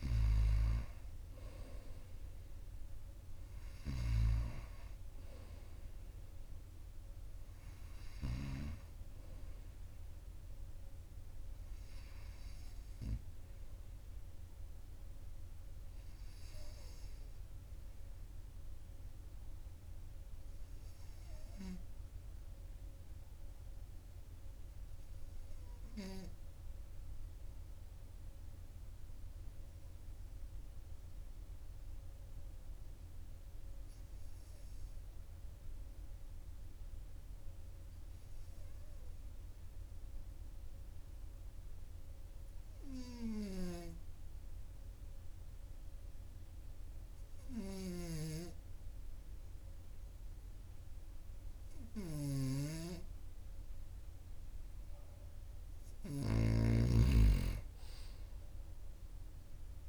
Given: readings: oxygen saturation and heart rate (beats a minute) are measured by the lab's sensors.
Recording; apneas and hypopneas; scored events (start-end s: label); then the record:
breathing in sleep by a room microphone; 1
28.00-50.00 s: hypopnea (oxygen 99% before, 95% lowest, heart rate 43 before, 41 extreme, up 1 after)
43.00-59.89 s: snoring (device-marked)
52.00-55.50 s: arousal
From the record:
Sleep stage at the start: N2 (light sleep); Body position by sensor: on the right side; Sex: male